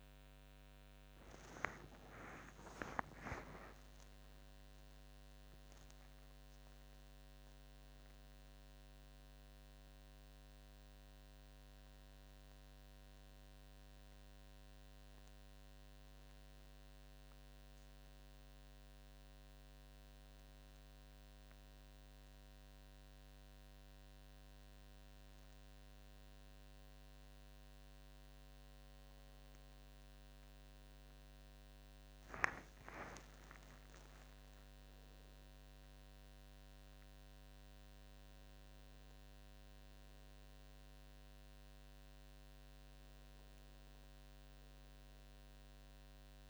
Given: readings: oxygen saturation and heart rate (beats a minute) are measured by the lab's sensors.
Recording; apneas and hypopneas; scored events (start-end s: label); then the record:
a person awake in a sleep study, by a microphone on the trachea; none
1.50-3.50 s: long interval between heartbeats (device-marked, heart rate 112 before, 78 extreme)
4.00-6.00 s: long interval between heartbeats (device-marked, heart rate 114 before, 93 extreme)
11.50-14.50 s: bradycardia (device-marked, heart rate 68 before, 59 extreme)
15.50-18.50 s: bradycardia (device-marked, heart rate 68 before, 58 extreme)
19.50-22.50 s: bradycardia (device-marked, heart rate 68 before, 58 extreme)
26.50-46.50 s: new sleep stage, N1 (lightest sleep)
33.00-35.00 s: long interval between heartbeats (device-marked, heart rate 60 before, 70 extreme)
42.50-45.50 s: bradycardia (device-marked, heart rate 68 before, 60 extreme)
From the record:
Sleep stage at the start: awake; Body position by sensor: on the back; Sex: female